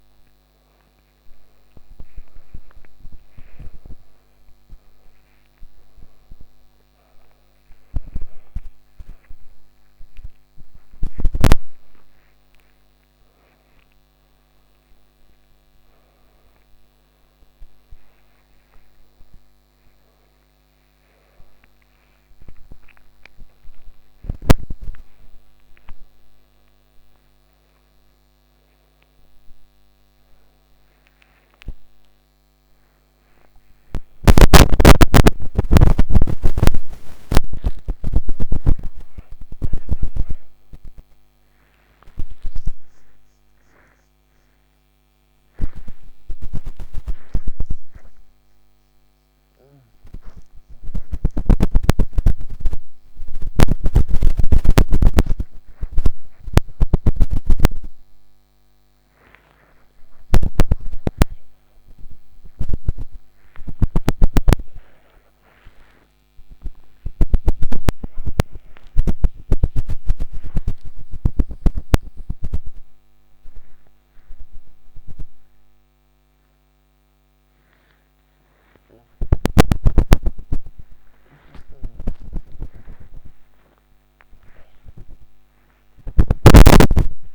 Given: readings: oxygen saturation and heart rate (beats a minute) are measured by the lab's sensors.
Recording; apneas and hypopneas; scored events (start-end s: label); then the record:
a person awake in a sleep study, by a microphone on the trachea; none
none scored
From the record:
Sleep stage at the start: awake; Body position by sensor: upright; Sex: female